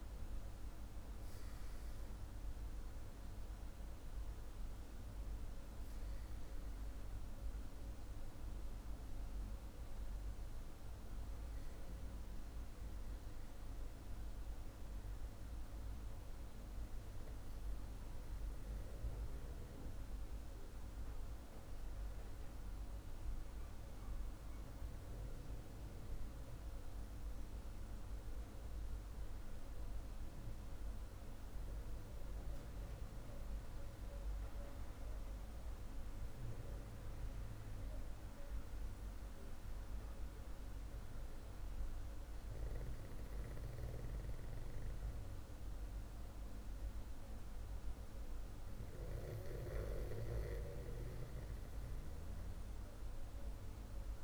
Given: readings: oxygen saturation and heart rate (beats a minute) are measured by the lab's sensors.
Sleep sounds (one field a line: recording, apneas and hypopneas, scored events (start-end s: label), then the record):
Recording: breathing in sleep, hard to hear, by a room microphone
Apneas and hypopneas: none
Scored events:
none scored
From the record:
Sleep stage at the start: N2 (light sleep)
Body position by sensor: on the back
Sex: male